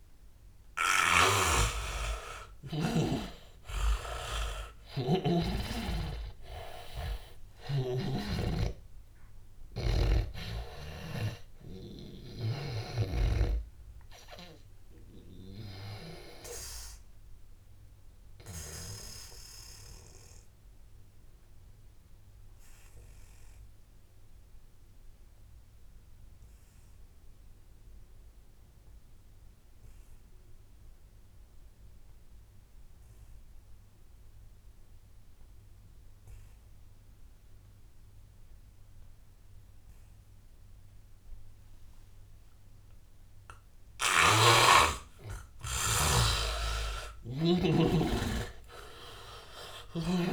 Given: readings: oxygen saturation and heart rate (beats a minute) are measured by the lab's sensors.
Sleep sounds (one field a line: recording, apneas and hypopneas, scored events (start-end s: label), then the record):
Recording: breathing in sleep by a room microphone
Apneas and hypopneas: 1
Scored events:
0.00-25.00 s: oxygen desaturation (device-marked, oxygen 99% before, 80% lowest, heart rate 87 before, 76 extreme)
1.00-5.50 s: snoring (device-marked)
3.00-7.50 s: arousal
7.50-12.50 s: snoring (device-marked)
16.50-45.50 s: obstructive apnea (oxygen 99% before, 78% lowest, heart rate 87 before, 73 extreme, up 17 after)
35.00-50.33 s: oxygen desaturation (device-marked, oxygen 99% before, 78% lowest, heart rate 87 before, 73 extreme)
44.00-50.33 s: snoring (device-marked)
47.50-50.33 s: arousal
From the record:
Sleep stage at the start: N2 (light sleep)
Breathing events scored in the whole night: 284 in 4.1 hours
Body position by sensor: on the back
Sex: male